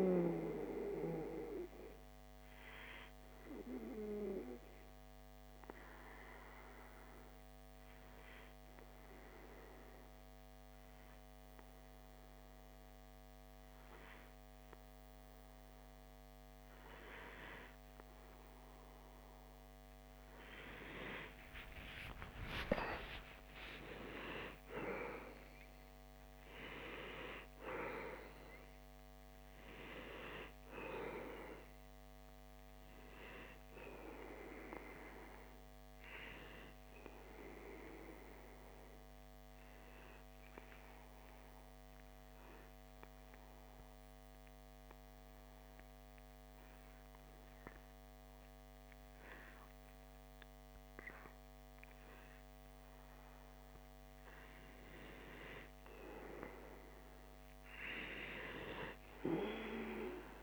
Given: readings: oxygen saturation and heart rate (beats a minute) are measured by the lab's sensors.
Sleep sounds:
breathing in sleep by a microphone on the trachea; 2
0.00-7.50 s: oxygen desaturation (device-marked, oxygen 93% lowest)
0.50-16.50 s: obstructive apnea (oxygen 96% before, 93% lowest)
20.00-25.50 s: arousal
24.50-28.50 s: oxygen desaturation (device-marked, oxygen 96% before, 93% lowest)
38.00-53.50 s: obstructive apnea (oxygen 96% before, 93% lowest)
55.00-59.50 s: arousal
From the record:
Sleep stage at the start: N2 (light sleep); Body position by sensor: on the back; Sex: male

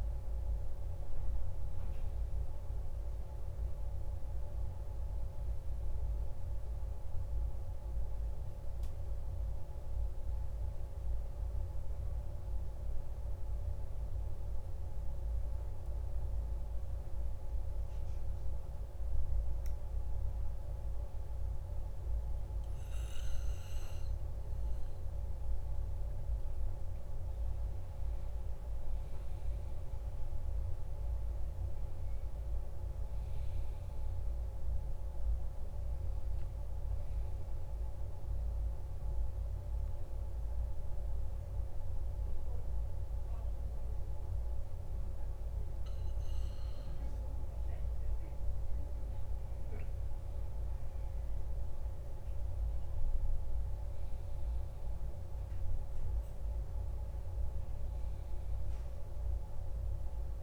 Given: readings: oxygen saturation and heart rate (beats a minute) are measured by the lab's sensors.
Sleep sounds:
breathing in sleep, hard to hear, by a room microphone; 2
2.00-5.50 s: arousal
10.50-25.00 s: obstructive apnea (oxygen 97% before, 95% lowest, heart rate 55 before, 50 extreme, up 3 after)
27.50-31.00 s: arousal
39.00-49.00 s: obstructive apnea (oxygen 98% before, 95% lowest, heart rate 54 before, 50 extreme, up 4 after)
51.00-55.00 s: arousal
From the record:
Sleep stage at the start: N2 (light sleep); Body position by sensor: on the back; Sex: male

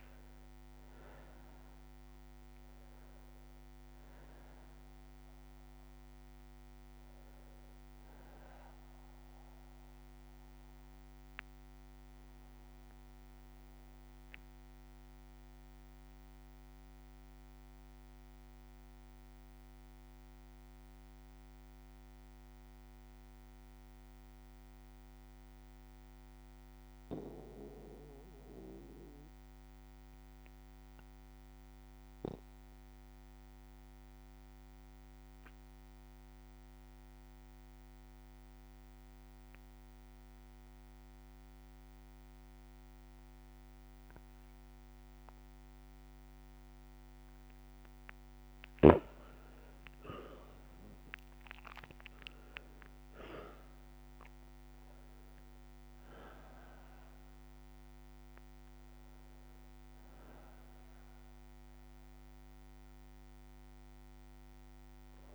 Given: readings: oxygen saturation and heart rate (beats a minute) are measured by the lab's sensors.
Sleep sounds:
breathing in sleep by a microphone on the trachea; 1
0.00-1.00 s: long interval between heartbeats (device-marked, heart rate 61 extreme)
0.00-1.50 s: arousal
0.00-4.50 s: bradycardia (device-marked, heart rate 53 extreme)
0.00-23.50 s: oxygen desaturation (device-marked, oxygen 92% lowest, heart rate 53 extreme)
8.50-32.50 s: bradycardia (device-marked, heart rate 64 before, 56 extreme)
12.00-47.00 s: obstructive apnea (oxygen 98% before, 88% lowest, heart rate 58 before, 56 extreme, up 5 after)
37.50-65.35 s: oxygen desaturation (device-marked, oxygen 99% before, 88% lowest, heart rate 57 before, 56 extreme)
38.50-45.50 s: bradycardia (device-marked, heart rate 64 before, 59 extreme)
49.00-53.00 s: arousal
62.50-65.35 s: bradycardia (device-marked, heart rate 64 before, 56 extreme)
From the record:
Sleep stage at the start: N2 (light sleep); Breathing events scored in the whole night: 319 in 3.9 hours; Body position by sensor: on the back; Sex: male

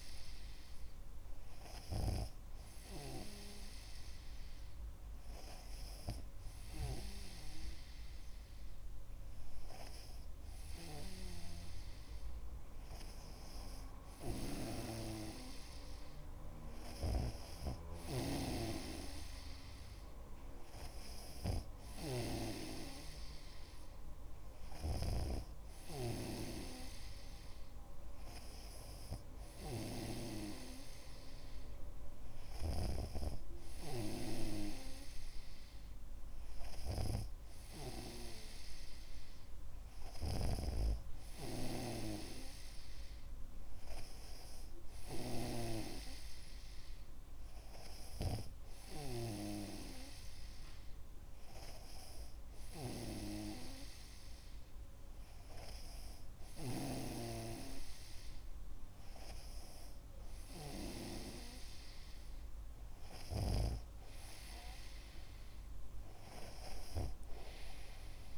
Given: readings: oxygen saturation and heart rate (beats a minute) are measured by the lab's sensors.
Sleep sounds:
breathing in sleep by a room microphone; none
17.50-26.00 s: snoring (device-marked)
40.50-46.00 s: snoring (device-marked)
From the record:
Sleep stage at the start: N2 (light sleep); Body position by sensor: on the back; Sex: male

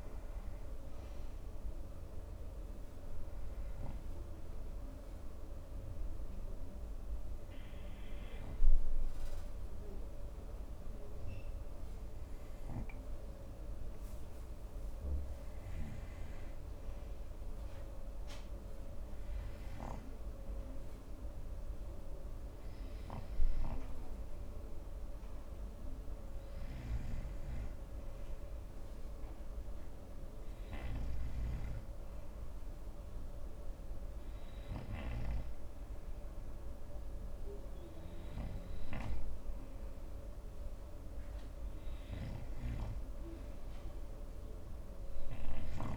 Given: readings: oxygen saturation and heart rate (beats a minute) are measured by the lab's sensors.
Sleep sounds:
breathing in sleep, hard to hear, by a room microphone; 1
2.50-41.00 s: hypopnea (oxygen 94% before, 93% lowest)
39.50-45.97 s: oxygen desaturation (device-marked, oxygen 97% before, 93% lowest)
43.00-45.97 s: arousal
From the record:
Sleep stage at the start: N2 (light sleep); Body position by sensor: on the front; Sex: male

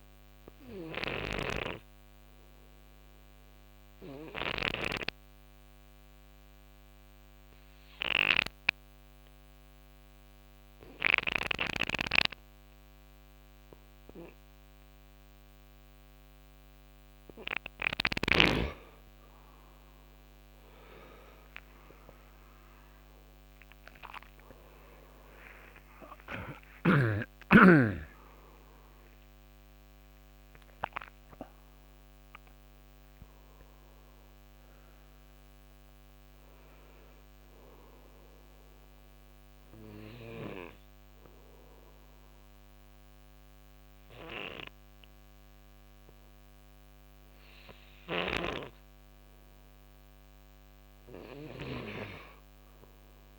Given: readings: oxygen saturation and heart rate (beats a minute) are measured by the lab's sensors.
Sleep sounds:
breathing in sleep by a microphone on the trachea; 2
0.00-1.00 s: snoring (device-marked)
0.00-8.00 s: oxygen desaturation (device-marked, oxygen 91% lowest, heart rate 64 extreme)
0.50-18.50 s: obstructive apnea (oxygen 96% before, 88% lowest, heart rate 70 before, 61 extreme, up 21 after)
20.50-25.50 s: arousal
22.00-45.00 s: oxygen desaturation (device-marked, oxygen 94% before, 88% lowest, heart rate 68 before, 60 extreme)
37.00-47.00 s: obstructive apnea (oxygen 94% before, 89% lowest, heart rate 80 before, 60 extreme, up 5 after)
48.00-53.39 s: snoring (device-marked)
49.00-53.39 s: arousal
From the record:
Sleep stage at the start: N2 (light sleep); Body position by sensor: on the right side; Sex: male

